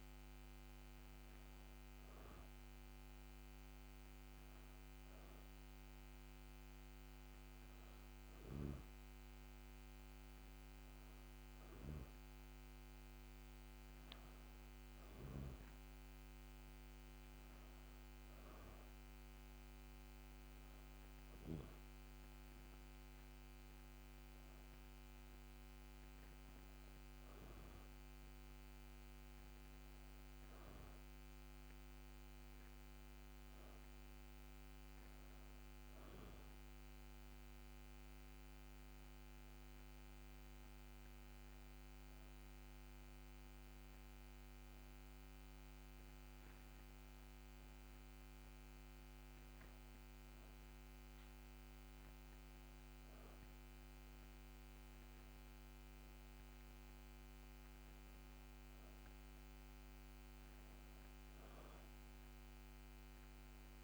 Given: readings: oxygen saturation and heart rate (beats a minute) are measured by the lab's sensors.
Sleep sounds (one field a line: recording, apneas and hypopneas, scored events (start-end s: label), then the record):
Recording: breathing in sleep, hard to hear, by a microphone on the trachea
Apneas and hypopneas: none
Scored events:
15.50-19.50 s: arousal
From the record:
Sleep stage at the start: N2 (light sleep)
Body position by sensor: on the back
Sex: female